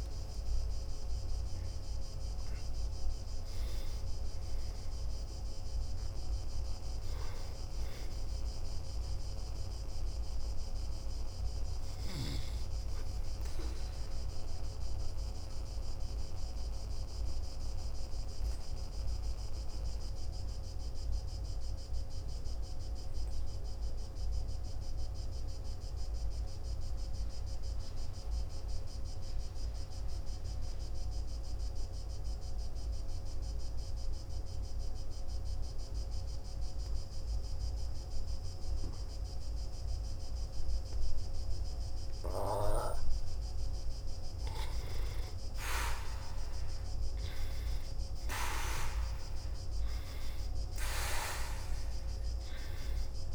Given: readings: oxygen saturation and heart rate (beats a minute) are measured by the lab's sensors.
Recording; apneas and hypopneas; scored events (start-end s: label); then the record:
breathing in sleep by a room microphone; 1
13.50-43.50 s: obstructive apnea (oxygen 98% before, 90% lowest, heart rate 57 before, 50 extreme, up 4 after)
46.00-50.50 s: arousal
47.50-53.35 s: oxygen desaturation (device-marked, oxygen 98% before, 93% lowest, heart rate 52 before, 50 extreme)
From the record:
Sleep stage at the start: N2 (light sleep); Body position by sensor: on the back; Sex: male